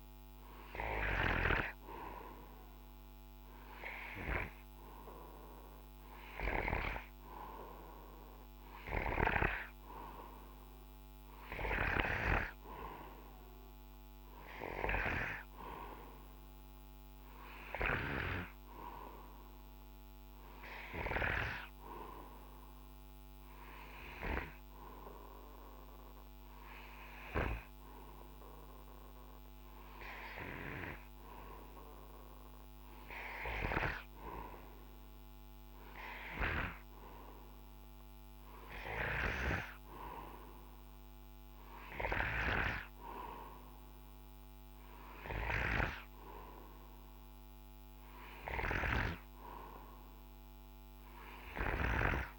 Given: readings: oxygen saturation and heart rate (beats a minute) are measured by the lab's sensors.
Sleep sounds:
breathing in sleep by a microphone on the trachea; none
none scored
From the record:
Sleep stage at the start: N2 (light sleep); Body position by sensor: on the right side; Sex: male

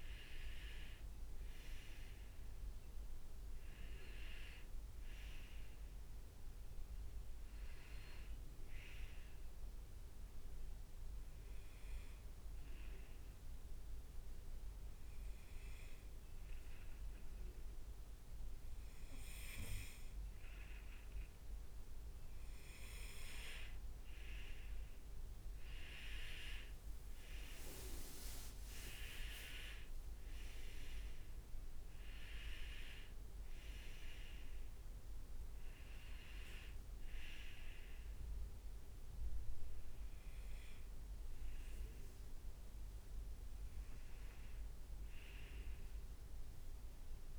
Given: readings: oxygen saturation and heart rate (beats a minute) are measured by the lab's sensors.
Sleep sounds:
breathing in sleep by a room microphone; 1
7.00-47.39 s: new sleep stage, N2 (light sleep)
10.00-22.00 s: obstructive apnea (oxygen 97% before, 94% lowest, heart rate 69 before, 62 extreme, up 7 after)
25.50-29.50 s: arousal
26.50-31.00 s: leg movement (device-marked)
41.50-46.50 s: leg movement (device-marked)
From the record:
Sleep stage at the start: N1 (lightest sleep); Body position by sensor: on the right side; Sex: male

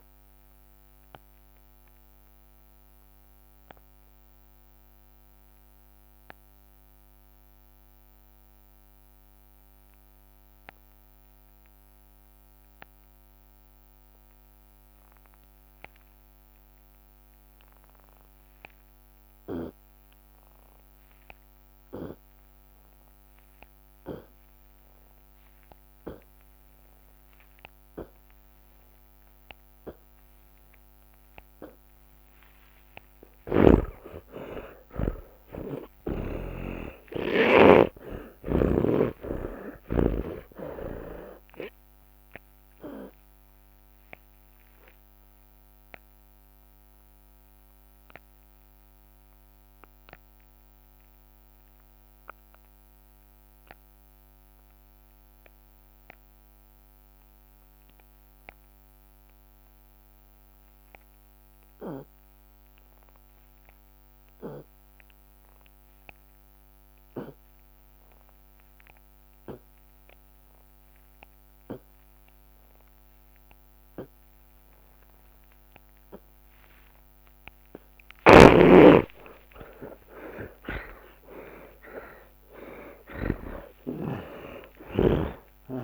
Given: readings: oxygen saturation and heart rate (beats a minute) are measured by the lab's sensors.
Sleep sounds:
breathing in sleep by a microphone on the trachea; 2
0.00-8.50 s: drop in pulse transit time (device-marked, heart rate 58 extreme)
2.00-21.50 s: obstructive apnea (oxygen 98% before, 64% lowest, heart rate 98 before, 58 extreme, up 36 after)
7.50-29.50 s: oxygen desaturation (device-marked, oxygen 99% before, 64% lowest, heart rate 97 before, 58 extreme)
23.50-25.50 s: long interval between heartbeats (device-marked, heart rate 60 before, 68 extreme)
25.50-27.50 s: long interval between heartbeats (device-marked, heart rate 60 before, 77 extreme)
29.50-41.50 s: tachycardia (device-marked, heart rate 61 before, 160 extreme)
32.00-34.00 s: long interval between heartbeats (device-marked, heart rate 68 before, 91 extreme)
33.00-38.50 s: arousal
36.00-38.00 s: long interval between heartbeats (device-marked, heart rate 78 before, 148 extreme)
36.50-49.50 s: drop in pulse transit time (device-marked, heart rate 82 before, 60 extreme)
47.00-74.00 s: obstructive apnea (oxygen 96% before, 81% lowest, heart rate 114 before, 57 extreme)
60.50-70.50 s: oxygen desaturation (device-marked, oxygen 100% before, 85% lowest, heart rate 74 before, 57 extreme)
69.50-71.50 s: long interval between heartbeats (device-marked, heart rate 58 before, 66 extreme)
75.50-83.50 s: oxygen desaturation (device-marked, oxygen 93% before, 88% lowest)
75.50-85.84 s: tachycardia (device-marked, heart rate 68 before, 187 extreme)
76.00-78.00 s: long interval between heartbeats (device-marked, heart rate 61 before, 72 extreme)
78.00-83.50 s: snoring (device-marked)
78.50-84.50 s: arousal
79.00-81.00 s: long interval between heartbeats (device-marked, heart rate 64 before, 108 extreme)
79.50-85.84 s: drop in pulse transit time (device-marked, heart rate 67 before, 59 extreme)
81.00-83.00 s: long interval between heartbeats (device-marked, heart rate 70 before, 136 extreme)
83.00-85.00 s: long interval between heartbeats (device-marked, heart rate 78 before, 166 extreme)
From the record:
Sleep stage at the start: N2 (light sleep); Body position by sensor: on the back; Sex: male

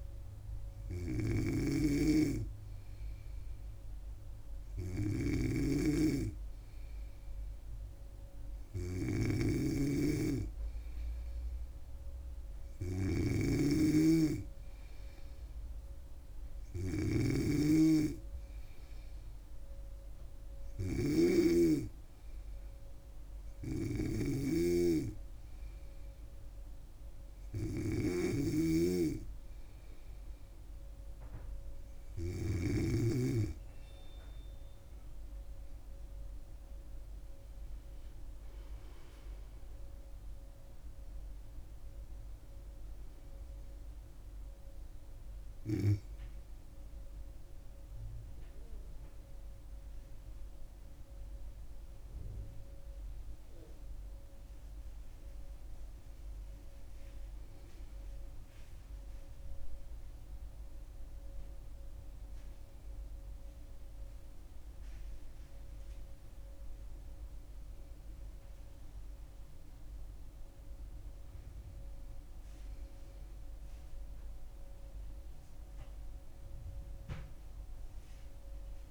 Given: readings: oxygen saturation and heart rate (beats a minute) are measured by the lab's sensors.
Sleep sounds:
breathing in sleep by a room microphone; none
0.00-33.00 s: snoring (device-marked)
35.50-39.00 s: arousal
From the record:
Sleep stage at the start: N2 (light sleep); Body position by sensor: on the back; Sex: female

